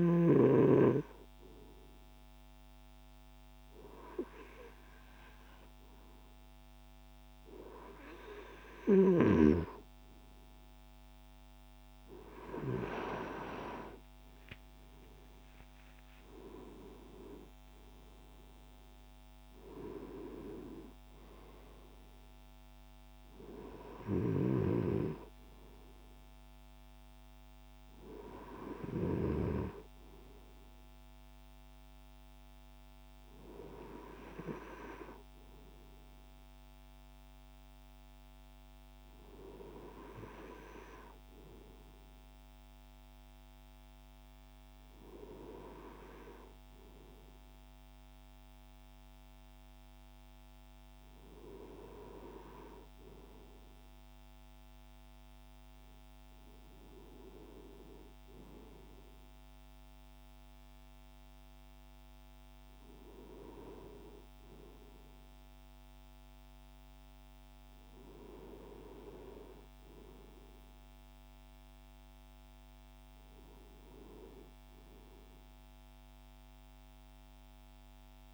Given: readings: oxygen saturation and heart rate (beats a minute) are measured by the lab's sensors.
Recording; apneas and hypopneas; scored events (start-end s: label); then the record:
breathing in sleep by a microphone on the trachea; none
14.50-19.50 s: arousal
17.50-78.33 s: new sleep stage, N2 (light sleep)
From the record:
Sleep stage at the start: N3 (deep sleep); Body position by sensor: on the right side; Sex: male